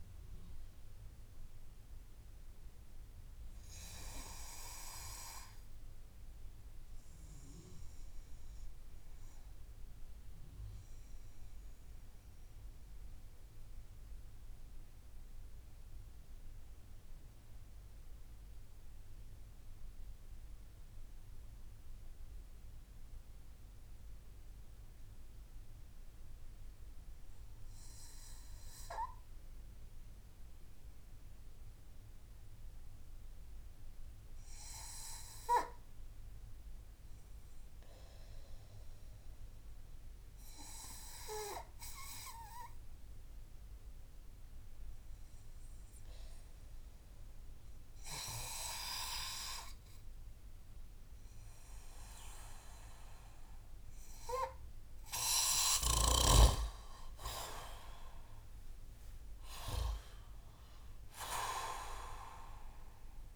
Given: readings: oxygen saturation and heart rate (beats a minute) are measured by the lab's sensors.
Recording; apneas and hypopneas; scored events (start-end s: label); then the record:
breathing in sleep by a room microphone; 1
1.00-52.50 s: obstructive apnea (oxygen 96% before, 91% lowest)
7.50-20.50 s: oxygen desaturation (device-marked, oxygen 94% before, 91% lowest)
55.00-60.00 s: arousal
From the record:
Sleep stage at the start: N2 (light sleep); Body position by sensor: on the back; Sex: male